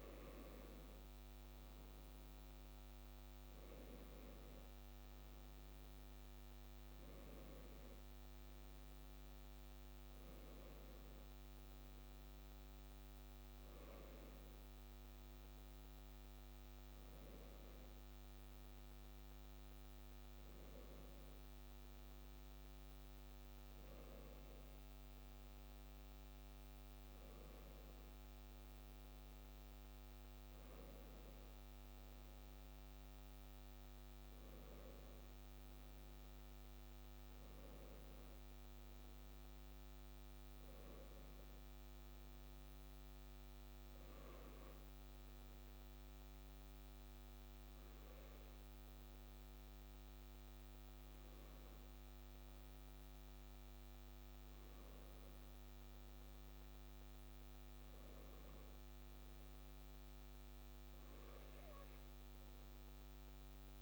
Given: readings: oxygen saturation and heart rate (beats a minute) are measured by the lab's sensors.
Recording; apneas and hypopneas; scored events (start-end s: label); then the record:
breathing in sleep, hard to hear, by a microphone on the trachea; none
43.00-63.82 s: new sleep stage, N2 (light sleep)
From the record:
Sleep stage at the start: N1 (lightest sleep); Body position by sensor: on the left side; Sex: male